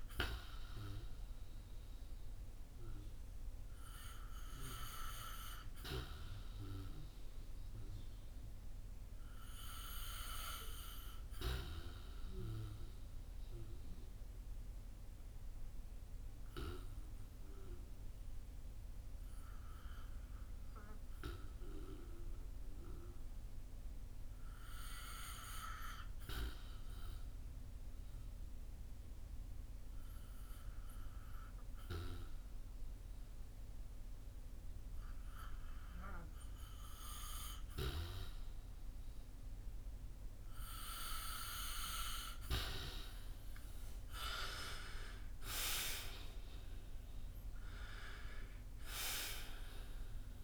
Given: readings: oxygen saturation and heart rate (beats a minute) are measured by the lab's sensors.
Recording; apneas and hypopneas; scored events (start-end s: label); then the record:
breathing in sleep by a room microphone; 1
0.50-5.50 s: arousal
11.50-29.50 s: oxygen desaturation (device-marked, oxygen 91% before, 85% lowest, heart rate 58 before, 57 extreme)
12.50-36.00 s: obstructive apnea (oxygen 91% before, 83% lowest, heart rate 58 before, 50 extreme, up 7 after)
42.50-47.50 s: arousal
44.50-50.44 s: oxygen desaturation (device-marked, oxygen 87% before, 83% lowest, heart rate 60 before, 50 extreme)
From the record:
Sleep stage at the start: REM sleep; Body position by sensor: on the back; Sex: male